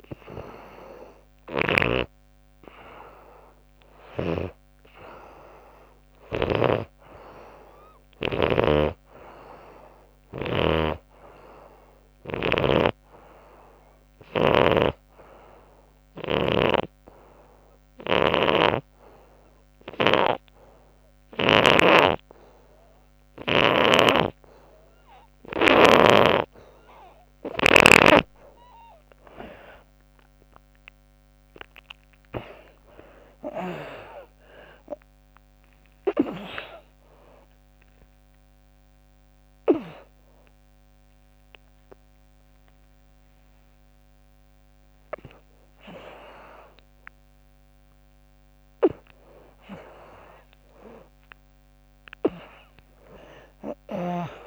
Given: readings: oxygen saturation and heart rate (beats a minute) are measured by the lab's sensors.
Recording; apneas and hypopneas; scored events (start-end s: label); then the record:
a person awake in a sleep study, by a microphone on the trachea; 1
0.00-9.00 s: oxygen desaturation (device-marked, oxygen 77% lowest, heart rate 68 extreme)
3.50-26.00 s: snoring (device-marked)
9.00-12.00 s: arousal
14.00-26.00 s: obstructive apnea (oxygen 99% before, 83% lowest, heart rate 90 before, 68 extreme)
25.00-54.47 s: new sleep stage, awake
27.00-50.00 s: oxygen desaturation (device-marked, oxygen 92% before, 83% lowest, heart rate 77 before, 95 extreme)
From the record:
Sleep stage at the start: N2 (light sleep); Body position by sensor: on the back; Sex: female